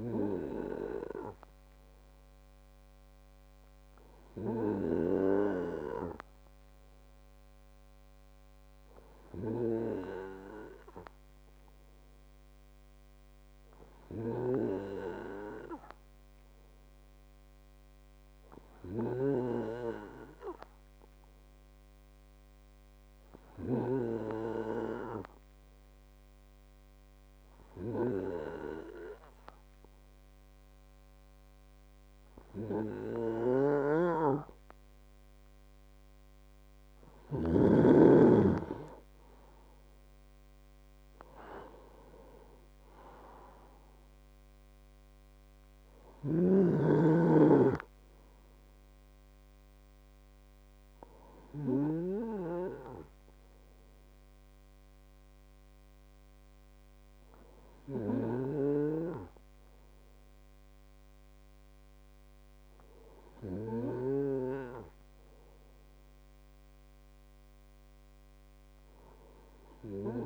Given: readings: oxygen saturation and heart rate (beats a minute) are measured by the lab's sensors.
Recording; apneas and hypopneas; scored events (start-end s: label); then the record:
breathing in sleep by a microphone on the trachea; 1
14.00-34.50 s: hypopnea (oxygen 98% before, 92% lowest)
34.00-38.00 s: snoring (device-marked)
37.50-61.50 s: oxygen desaturation (device-marked, oxygen 95% before, 92% lowest, heart rate 168 before, 52 extreme)
38.00-41.00 s: arousal
From the record:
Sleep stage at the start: N2 (light sleep); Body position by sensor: on the right side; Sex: male